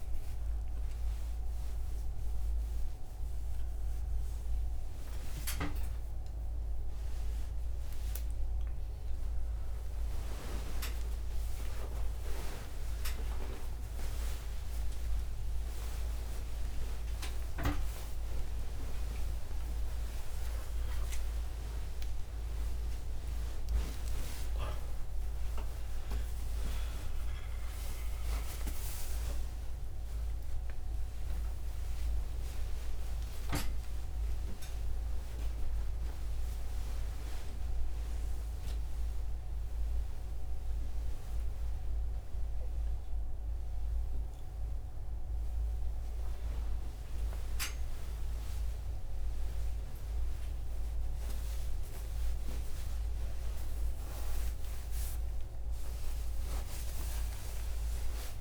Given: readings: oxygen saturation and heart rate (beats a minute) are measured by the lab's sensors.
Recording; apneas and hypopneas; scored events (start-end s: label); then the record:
a person awake in a sleep study, by a room microphone; none
22.00-27.00 s: oxygen desaturation (device-marked, oxygen 98% before, 94% lowest, heart rate 135 before, 49 extreme)
34.00-38.00 s: oxygen desaturation (device-marked, oxygen 96% before, 90% lowest, heart rate 134 before, 49 extreme)
From the record:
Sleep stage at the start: awake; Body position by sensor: on the right side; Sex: male